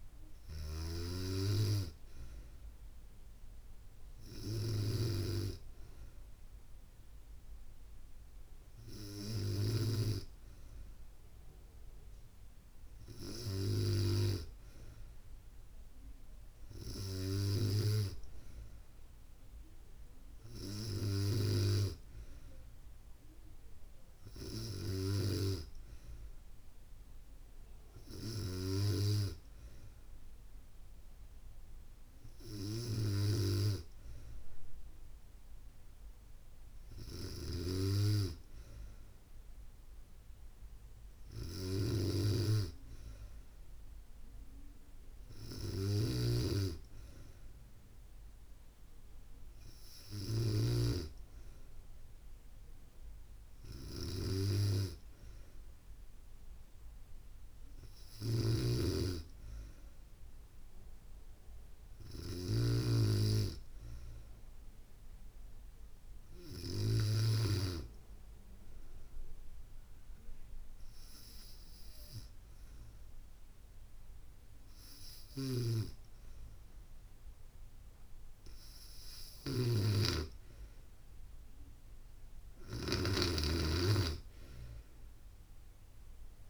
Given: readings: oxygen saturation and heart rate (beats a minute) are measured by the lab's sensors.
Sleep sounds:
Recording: breathing in sleep by a room microphone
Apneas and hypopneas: 1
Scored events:
45.50-50.00 s: snoring (device-marked)
57.50-62.00 s: snoring (device-marked)
68.50-80.00 s: hypopnea (oxygen 94% before, 93% lowest, heart rate 68 before, 68 extreme, up 2 after)
74.50-86.50 s: snoring (device-marked)
81.00-85.00 s: arousal
From the record:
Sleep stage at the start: N2 (light sleep)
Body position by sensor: on the back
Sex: female

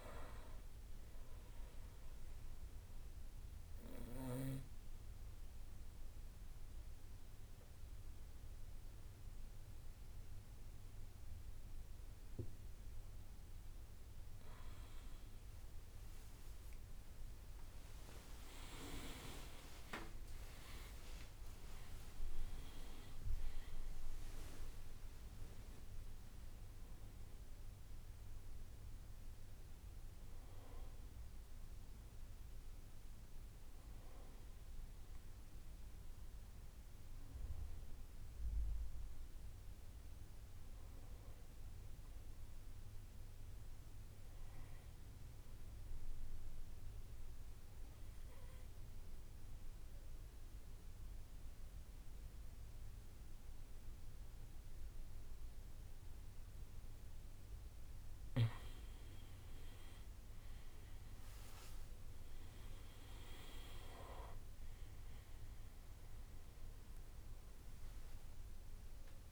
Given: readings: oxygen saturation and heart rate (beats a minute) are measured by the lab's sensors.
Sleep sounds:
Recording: breathing in sleep by a room microphone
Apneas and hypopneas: 2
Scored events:
2.00-14.50 s: obstructive apnea (oxygen 96% before, 89% lowest, heart rate 65 before, 65 extreme, up 11 after)
17.50-31.50 s: drop in pulse transit time (device-marked, heart rate 66 before, 67 extreme)
18.50-22.50 s: arousal
19.50-35.50 s: oxygen desaturation (device-marked, oxygen 96% before, 89% lowest, heart rate 66 before, 63 extreme)
36.00-40.50 s: arousal
45.50-58.00 s: obstructive apnea (oxygen 98% before, 91% lowest, heart rate 71 before, 63 extreme, up 7 after)
53.50-69.31 s: new sleep stage, awake
60.50-69.31 s: oxygen desaturation (device-marked, oxygen 98% before, 91% lowest, heart rate 65 before, 63 extreme)
64.50-69.31 s: drop in pulse transit time (device-marked, heart rate 65 before, 63 extreme)
From the record:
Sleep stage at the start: N2 (light sleep)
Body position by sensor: on the back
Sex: male

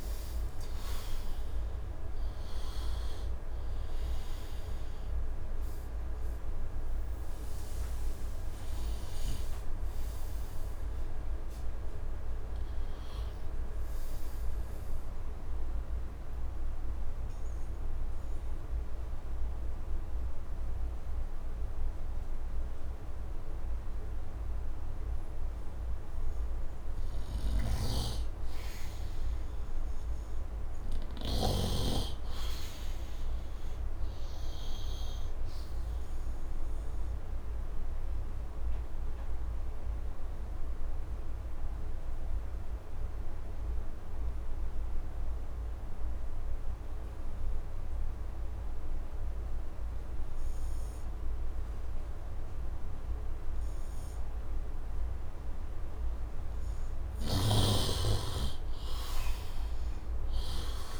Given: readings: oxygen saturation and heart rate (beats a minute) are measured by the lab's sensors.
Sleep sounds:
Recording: breathing in sleep by a room microphone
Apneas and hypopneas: 2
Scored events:
0.00-23.50 s: oxygen desaturation (device-marked, oxygen 77% lowest, heart rate 74 extreme)
16.00-26.50 s: mixed apnea (oxygen 99% before, 77% lowest, heart rate 84 before, 74 extreme, up 4 after)
27.00-31.50 s: snoring (device-marked)
28.00-31.00 s: arousal
36.00-55.50 s: obstructive apnea (oxygen 100% before, 78% lowest, heart rate 81 before, 70 extreme, up 6 after)
39.50-50.50 s: oxygen desaturation (device-marked, oxygen 99% before, 91% lowest, heart rate 78 before, 70 extreme)
52.50-61.00 s: oxygen desaturation (device-marked, oxygen 96% before, 78% lowest, heart rate 77 before, 70 extreme)
57.50-61.00 s: arousal
From the record:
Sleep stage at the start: N2 (light sleep)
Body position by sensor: on the right side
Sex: male

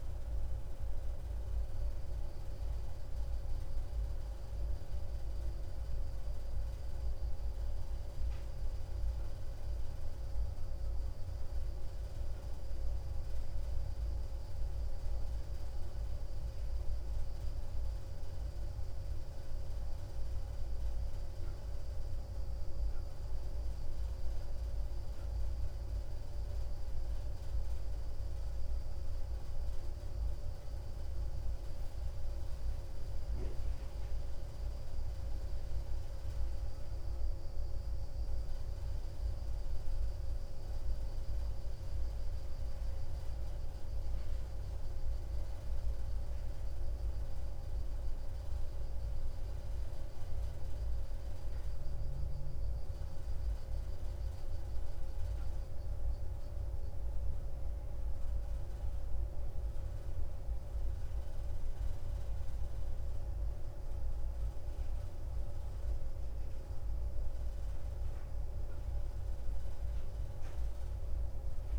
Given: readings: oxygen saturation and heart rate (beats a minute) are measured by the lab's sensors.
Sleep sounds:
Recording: breathing in sleep, hard to hear, by a room microphone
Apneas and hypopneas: none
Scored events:
none scored
From the record:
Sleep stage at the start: N2 (light sleep)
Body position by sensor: on the right side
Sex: male

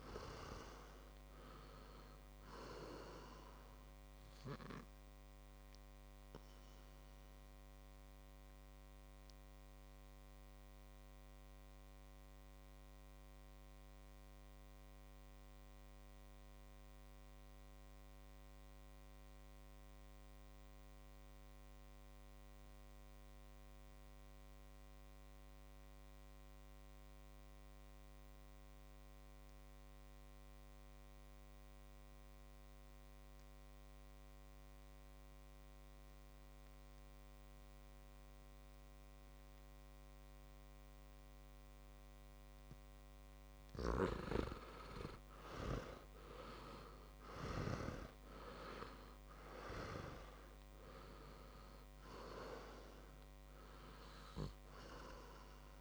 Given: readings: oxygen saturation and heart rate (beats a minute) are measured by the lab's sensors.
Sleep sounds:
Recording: breathing in sleep by a microphone on the trachea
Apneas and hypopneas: 1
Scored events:
0.00-20.50 s: oxygen desaturation (device-marked, oxygen 86% lowest, heart rate 50 extreme)
6.00-43.00 s: obstructive apnea (oxygen 100% before, 85% lowest, heart rate 62 before, 49 extreme, up 10 after)
37.50-55.81 s: oxygen desaturation (device-marked, oxygen 98% before, 87% lowest, heart rate 61 before, 49 extreme)
45.50-49.00 s: arousal
45.50-55.81 s: new sleep stage, REM sleep
From the record:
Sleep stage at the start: N2 (light sleep)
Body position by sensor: on the back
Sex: male

